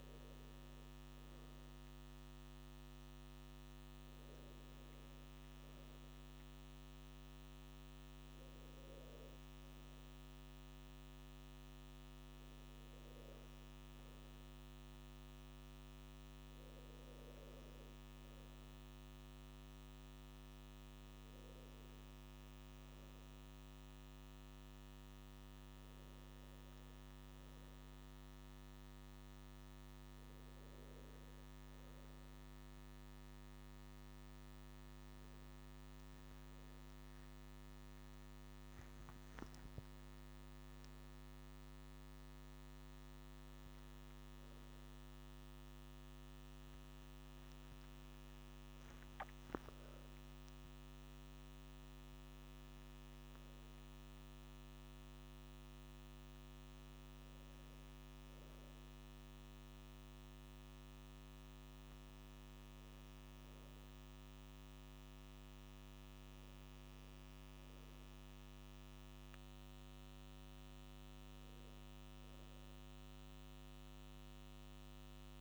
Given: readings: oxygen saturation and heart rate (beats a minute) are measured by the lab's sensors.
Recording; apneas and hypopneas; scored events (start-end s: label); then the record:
a person awake in a sleep study, hard to hear, by a microphone on the trachea; none
none scored
From the record:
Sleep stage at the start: awake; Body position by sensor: on the right side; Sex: male